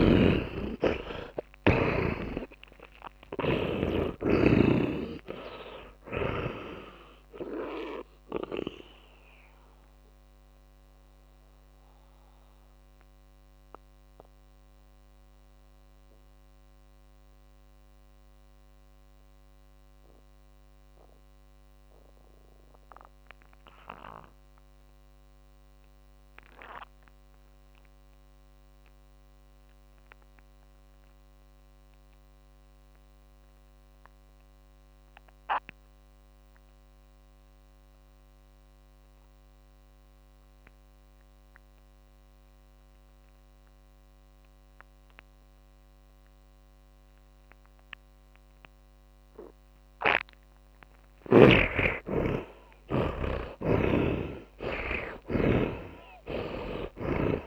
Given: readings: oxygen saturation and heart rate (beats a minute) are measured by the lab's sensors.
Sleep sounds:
breathing in sleep by a microphone on the trachea; 1
0.00-2.50 s: arousal
0.00-4.00 s: snoring (device-marked)
0.00-26.50 s: oxygen desaturation (device-marked, oxygen 74% lowest)
11.00-51.00 s: mixed apnea (oxygen 100% before, 73% lowest)
39.50-57.47 s: oxygen desaturation (device-marked, oxygen 100% before, 73% lowest)
52.50-57.00 s: arousal
54.00-57.47 s: snoring (device-marked)
From the record:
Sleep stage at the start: N2 (light sleep); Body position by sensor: on the back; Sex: male

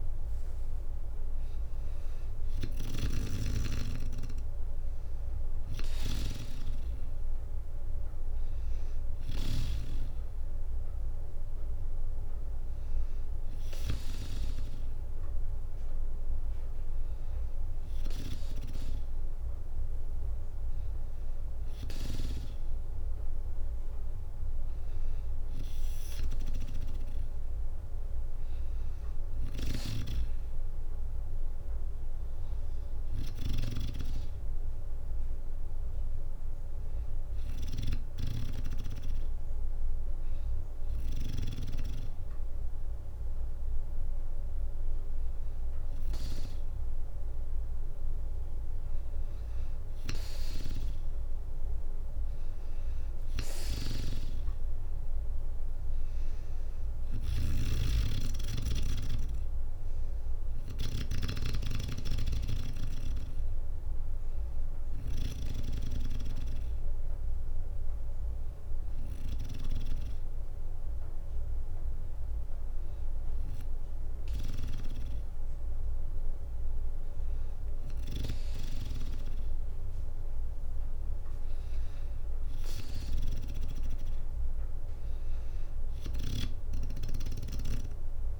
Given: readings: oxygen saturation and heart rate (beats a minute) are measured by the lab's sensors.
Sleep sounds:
breathing in sleep by a room microphone; 1
3.00-16.00 s: drop in pulse transit time (device-marked, heart rate 60 before, 60 extreme)
7.00-19.00 s: oxygen desaturation (device-marked, oxygen 97% before, 94% lowest, heart rate 61 before, 60 extreme)
27.00-30.50 s: arousal
28.50-33.00 s: snoring (device-marked)
29.00-40.00 s: drop in pulse transit time (device-marked, heart rate 62 before, 61 extreme)
54.00-65.00 s: drop in pulse transit time (device-marked, heart rate 62 before, 62 extreme)
56.50-64.50 s: snoring (device-marked)
57.00-60.00 s: arousal
63.00-74.50 s: hypopnea (oxygen 96% before, 94% lowest, heart rate 63 before, 58 extreme, up 4 after)
66.00-74.00 s: bradycardia (device-marked, heart rate 62 before, 59 extreme)
76.00-79.00 s: arousal
85.00-88.40 s: snoring (device-marked)
From the record:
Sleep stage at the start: N2 (light sleep); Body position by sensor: on the back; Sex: female

